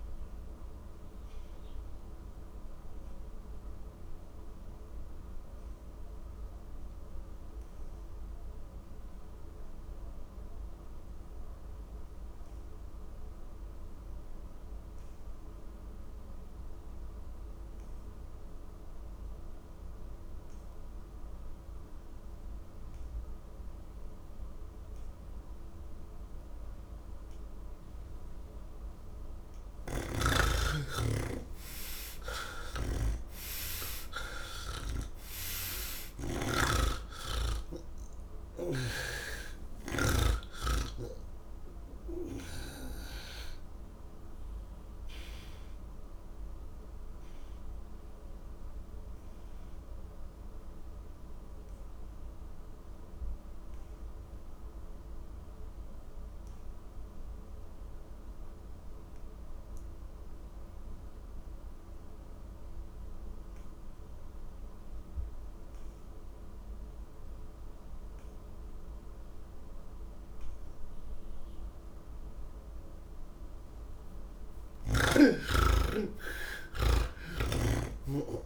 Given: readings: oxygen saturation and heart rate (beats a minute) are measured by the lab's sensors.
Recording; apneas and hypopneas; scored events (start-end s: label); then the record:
breathing in sleep by a room microphone; none
0.00-16.50 s: oxygen desaturation (device-marked, oxygen 77% lowest, heart rate 77 extreme)
24.50-59.50 s: oxygen desaturation (device-marked, oxygen 97% before, 78% lowest, heart rate 150 before, 64 extreme)
29.50-36.50 s: snoring (device-marked)
38.50-42.50 s: snoring (device-marked)
68.50-78.46 s: oxygen desaturation (device-marked, oxygen 98% before, 89% lowest, heart rate 114 before, 73 extreme)
From the record:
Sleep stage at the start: N3 (deep sleep); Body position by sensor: on the back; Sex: male